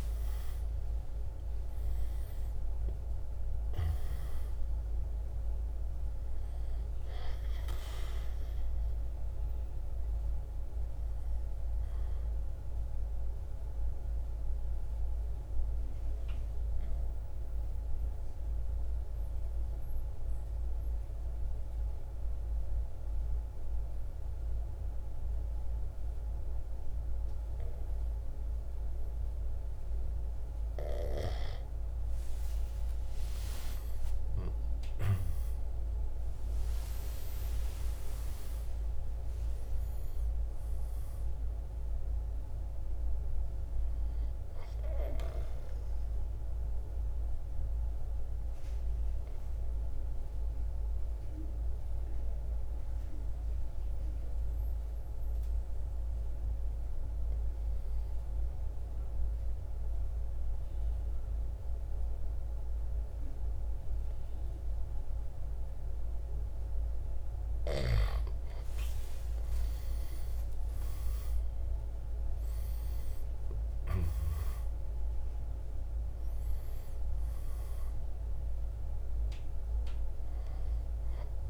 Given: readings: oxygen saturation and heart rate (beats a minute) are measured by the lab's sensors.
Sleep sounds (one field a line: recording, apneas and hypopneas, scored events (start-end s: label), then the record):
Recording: breathing in sleep by a room microphone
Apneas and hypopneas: 2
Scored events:
0.00-1.50 s: arousal
2.00-12.00 s: drop in pulse transit time (device-marked, heart rate 55 before, 59 extreme)
5.00-25.00 s: oxygen desaturation (device-marked, oxygen 97% before, 88% lowest, heart rate 56 before, 54 extreme)
13.00-30.50 s: obstructive apnea (oxygen 97% before, 87% lowest, heart rate 59 before, 53 extreme, up 7 after)
32.50-37.50 s: arousal
37.00-49.00 s: drop in pulse transit time (device-marked, heart rate 57 before, 55 extreme)
40.00-63.00 s: oxygen desaturation (device-marked, oxygen 98% before, 91% lowest, heart rate 57 before, 53 extreme)
43.50-65.00 s: obstructive apnea (oxygen 98% before, 87% lowest, heart rate 58 before, 53 extreme, up 7 after)
69.00-73.50 s: arousal
71.00-81.50 s: oxygen desaturation (device-marked, oxygen 98% before, 87% lowest, heart rate 54 before, 54 extreme)
72.00-81.50 s: drop in pulse transit time (device-marked, heart rate 55 before, 58 extreme)
From the record:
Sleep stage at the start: N2 (light sleep)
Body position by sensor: on the right side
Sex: male